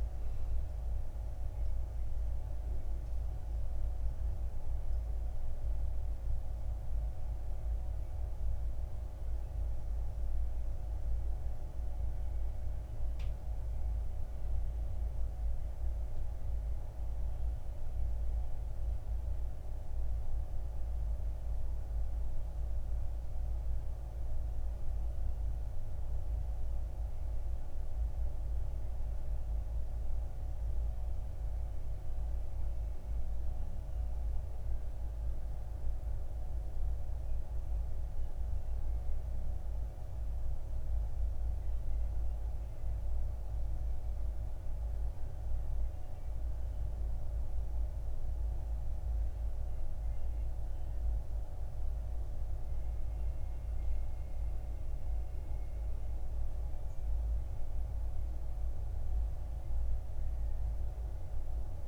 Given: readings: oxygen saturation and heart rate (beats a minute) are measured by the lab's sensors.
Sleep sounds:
breathing in sleep, hard to hear, by a room microphone; 2
0.00-12.50 s: oxygen desaturation (device-marked, oxygen 92% lowest, heart rate 53 extreme)
2.50-17.00 s: hypopnea (oxygen 96% before, 93% lowest, heart rate 61 before, 53 extreme, up 2 after)
19.50-22.50 s: arousal
40.50-52.50 s: hypopnea (oxygen 98% before, 93% lowest, heart rate 56 before, 55 extreme, up 2 after)
55.50-59.00 s: arousal
From the record:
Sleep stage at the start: N2 (light sleep); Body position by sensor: on the back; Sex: male

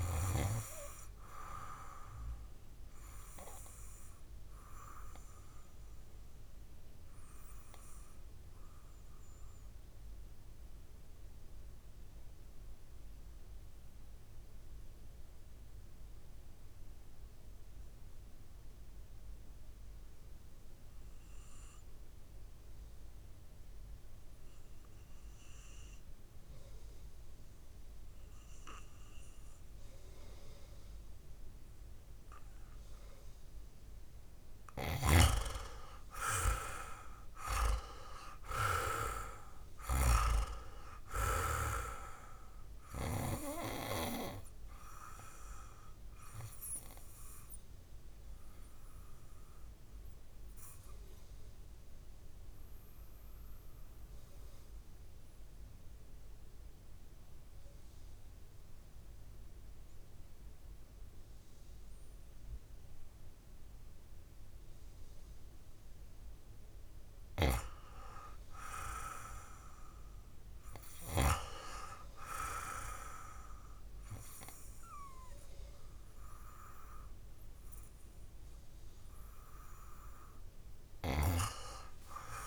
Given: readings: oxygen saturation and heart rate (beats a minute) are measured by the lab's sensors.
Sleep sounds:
breathing in sleep by a room microphone; 2
0.00-15.50 s: oxygen desaturation (device-marked, oxygen 85% lowest, heart rate 55 extreme)
4.50-33.00 s: mixed apnea (oxygen 99% before, 85% lowest, heart rate 62 before, 55 extreme, up 3 after)
31.50-58.50 s: oxygen desaturation (device-marked, oxygen 99% before, 88% lowest, heart rate 57 before, 56 extreme)
36.00-40.50 s: arousal
48.50-65.00 s: obstructive apnea (oxygen 100% before, 88% lowest, heart rate 60 before, 56 extreme, up 4 after)
68.00-71.00 s: arousal
72.50-82.47 s: oxygen desaturation (device-marked, oxygen 99% before, 94% lowest, heart rate 58 before, 55 extreme)
From the record:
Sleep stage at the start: N2 (light sleep); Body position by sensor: on the back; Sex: male

